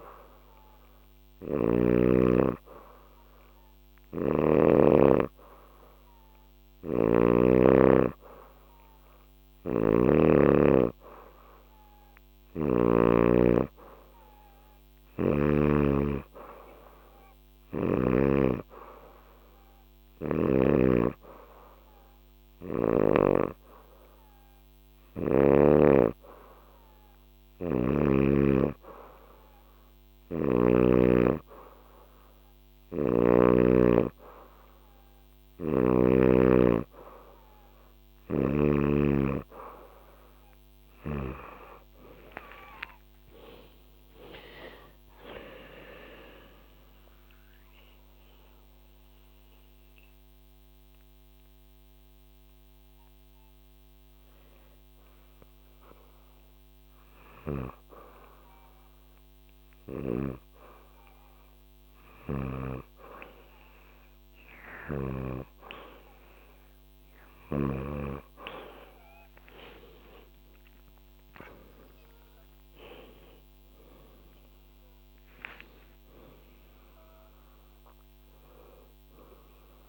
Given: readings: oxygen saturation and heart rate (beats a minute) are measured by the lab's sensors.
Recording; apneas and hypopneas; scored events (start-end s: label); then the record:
breathing in sleep by a microphone on the trachea; none
1.00-4.50 s: snoring (device-marked)
6.50-10.00 s: snoring (device-marked)
14.50-18.00 s: snoring (device-marked)
35.00-38.50 s: snoring (device-marked)
43.50-49.50 s: arousal
68.00-79.88 s: new sleep stage, awake
From the record:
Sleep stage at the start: N2 (light sleep); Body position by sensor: on the back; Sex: female